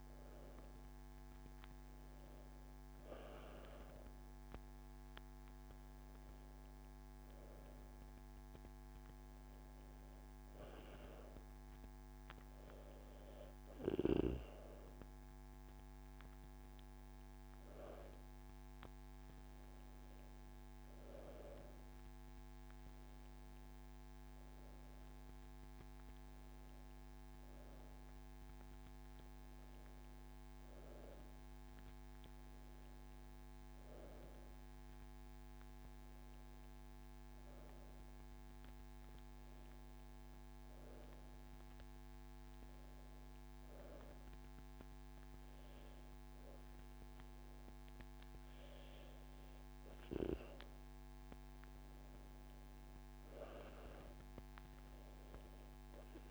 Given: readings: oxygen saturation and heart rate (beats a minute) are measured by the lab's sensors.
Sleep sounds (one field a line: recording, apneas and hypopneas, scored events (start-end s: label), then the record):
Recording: breathing in sleep by a microphone on the trachea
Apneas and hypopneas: none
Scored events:
9.00-11.00 s: long interval between heartbeats (device-marked)
37.00-56.31 s: new sleep stage, N2 (light sleep)
From the record:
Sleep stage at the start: N1 (lightest sleep)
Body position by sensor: on the back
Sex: female